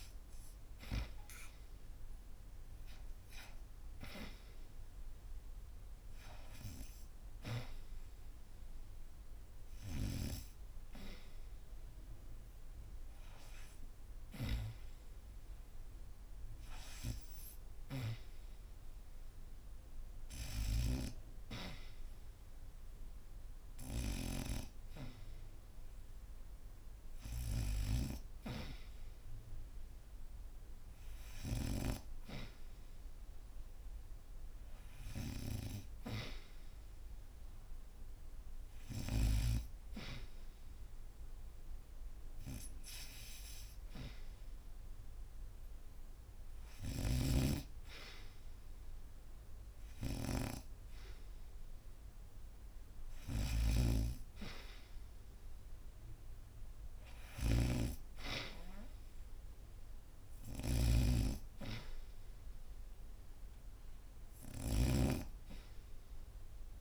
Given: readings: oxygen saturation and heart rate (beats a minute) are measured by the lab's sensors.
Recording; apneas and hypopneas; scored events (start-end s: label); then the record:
breathing in sleep by a room microphone; none
0.00-1.00 s: oxygen desaturation (device-marked, oxygen 82% lowest, heart rate 79 extreme)
53.00-66.81 s: snoring (device-marked)
65.00-66.81 s: new sleep stage, N2 (light sleep)
From the record:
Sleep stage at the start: REM sleep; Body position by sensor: on the back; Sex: female